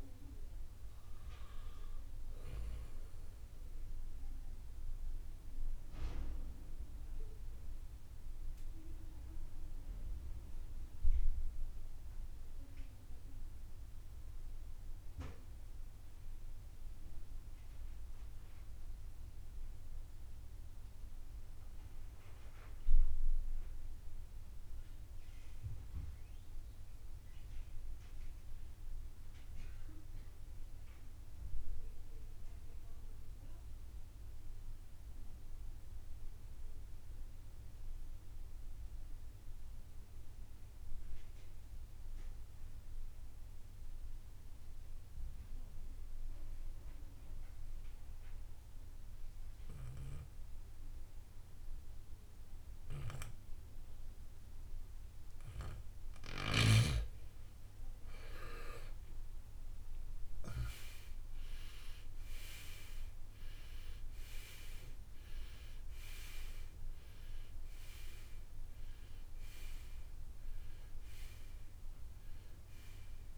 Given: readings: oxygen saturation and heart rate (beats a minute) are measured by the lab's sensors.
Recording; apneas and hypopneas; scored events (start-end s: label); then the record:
breathing in sleep by a room microphone; 1
0.00-17.00 s: oxygen desaturation (device-marked, oxygen 79% lowest, heart rate 54 extreme)
3.00-57.00 s: mixed apnea (oxygen 93% before, 79% lowest, heart rate 83 before, 49 extreme, up 26 after)
38.00-73.37 s: new sleep stage, N2 (light sleep)
45.00-73.37 s: oxygen desaturation (device-marked, oxygen 98% before, 79% lowest, heart rate 61 before, 49 extreme)
58.00-62.50 s: arousal
From the record:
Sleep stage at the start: REM sleep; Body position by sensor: on the right side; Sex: male